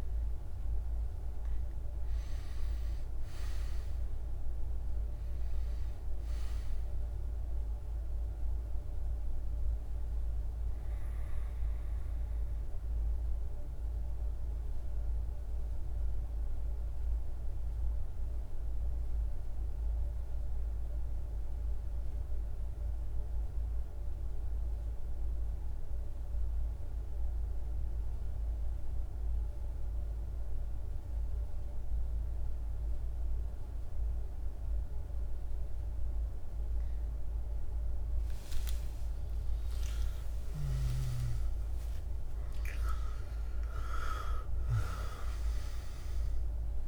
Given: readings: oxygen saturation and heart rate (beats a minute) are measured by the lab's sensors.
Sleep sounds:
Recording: breathing in sleep, hard to hear, by a room microphone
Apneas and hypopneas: 1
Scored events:
0.00-23.00 s: oxygen desaturation (device-marked, oxygen 91% lowest, heart rate 52 extreme)
12.00-35.50 s: obstructive apnea (oxygen 98% before, 91% lowest, heart rate 57 before, 52 extreme, up 54 after)
37.00-41.50 s: arousal
41.00-46.88 s: oxygen desaturation (device-marked, oxygen 99% before, 93% lowest, heart rate 59 before, 52 extreme)
From the record:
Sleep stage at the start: REM sleep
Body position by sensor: on the back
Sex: male

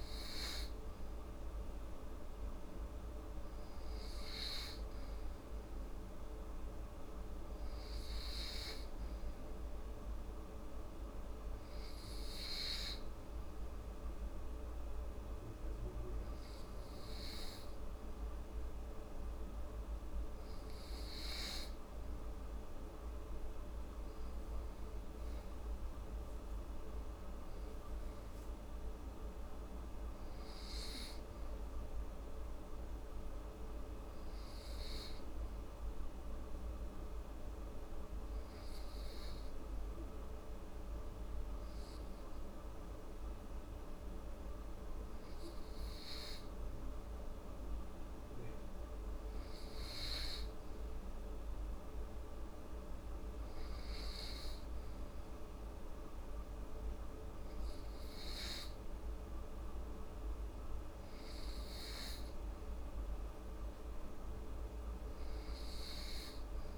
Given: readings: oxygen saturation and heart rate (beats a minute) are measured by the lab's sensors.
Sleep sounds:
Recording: breathing in sleep, hard to hear, by a room microphone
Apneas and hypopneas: 2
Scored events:
3.50-6.00 s: arousal
8.50-21.00 s: hypopnea (oxygen 93% before, 91% lowest, heart rate 76 before, 71 extreme, up 3 after)
24.00-27.50 s: arousal
34.50-47.00 s: obstructive apnea (oxygen 94% before, 91% lowest, heart rate 77 before, 71 extreme, up 3 after)
49.00-52.50 s: arousal
From the record:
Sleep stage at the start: N2 (light sleep)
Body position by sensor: on the back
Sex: female

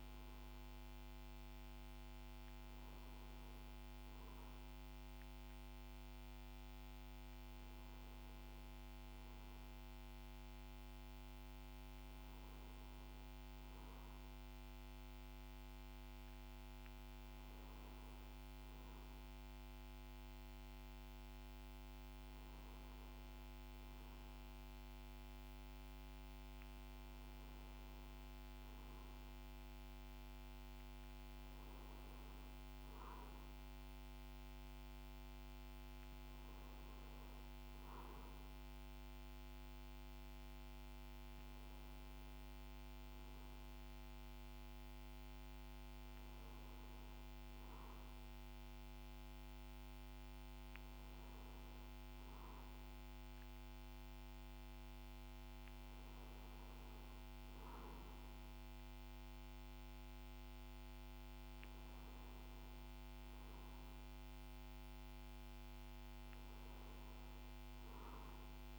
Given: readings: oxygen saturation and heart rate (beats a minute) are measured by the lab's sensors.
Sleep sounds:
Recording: breathing in sleep, hard to hear, by a microphone on the trachea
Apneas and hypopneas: none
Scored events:
none scored
From the record:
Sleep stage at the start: REM sleep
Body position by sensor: on the back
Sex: male

